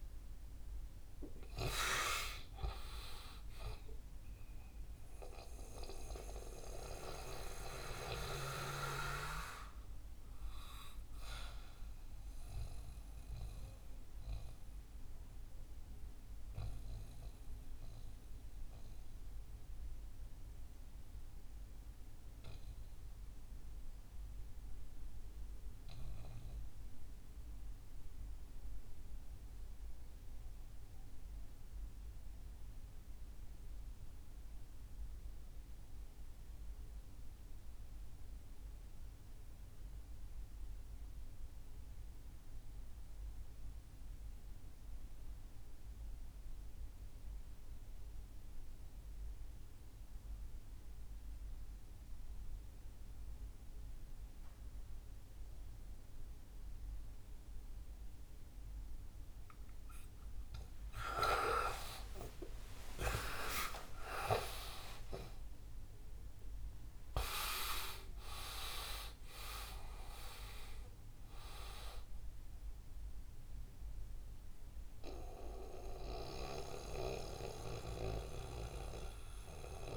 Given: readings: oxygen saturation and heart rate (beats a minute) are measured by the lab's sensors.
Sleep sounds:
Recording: breathing in sleep by a room microphone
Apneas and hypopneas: 1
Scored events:
0.00-28.00 s: oxygen desaturation (device-marked, oxygen 77% lowest, heart rate 55 extreme)
13.00-60.00 s: mixed apnea (oxygen 92% before, 77% lowest, heart rate 75 before, 61 extreme, up 42 after)
42.00-79.97 s: oxygen desaturation (device-marked, oxygen 98% before, 77% lowest, heart rate 68 before, 61 extreme)
61.50-66.00 s: arousal
From the record:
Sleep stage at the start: REM sleep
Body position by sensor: on the back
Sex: male

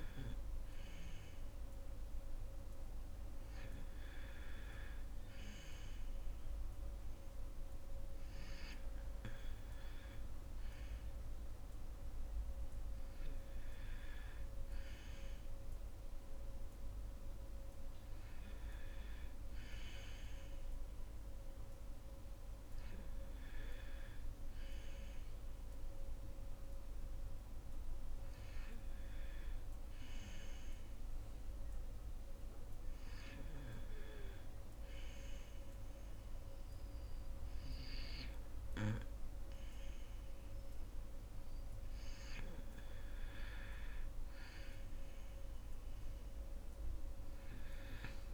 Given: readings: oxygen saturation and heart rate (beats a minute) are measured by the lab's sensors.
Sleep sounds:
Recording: breathing in sleep, hard to hear, by a room microphone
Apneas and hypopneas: 1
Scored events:
31.50-42.00 s: obstructive apnea (oxygen 92% before, 86% lowest, heart rate 67 before, 57 extreme, up 2 after)
45.00-48.00 s: arousal
47.00-48.34 s: oxygen desaturation (device-marked, oxygen 93% before, 86% lowest, heart rate 66 before, 57 extreme)
From the record:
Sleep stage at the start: N2 (light sleep)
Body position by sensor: on the back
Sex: female

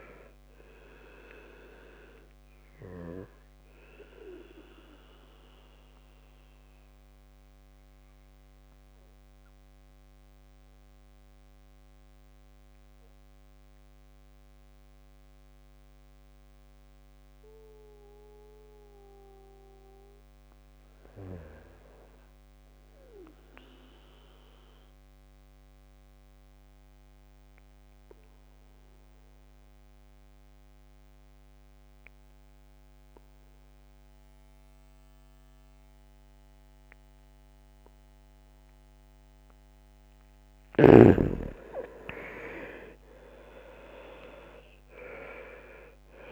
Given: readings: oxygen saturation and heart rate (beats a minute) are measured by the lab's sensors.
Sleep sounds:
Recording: breathing in sleep by a microphone on the trachea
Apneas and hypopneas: 1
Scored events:
0.00-17.50 s: oxygen desaturation (device-marked, oxygen 81% lowest, heart rate 60 extreme)
3.50-40.50 s: mixed apnea (oxygen 100% before, 79% lowest, heart rate 67 before, 60 extreme, up 15 after)
22.50-46.32 s: oxygen desaturation (device-marked, oxygen 99% before, 79% lowest, heart rate 66 before, 59 extreme)
42.50-46.32 s: arousal
From the record:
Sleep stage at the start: N2 (light sleep)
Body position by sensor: on the back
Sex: male

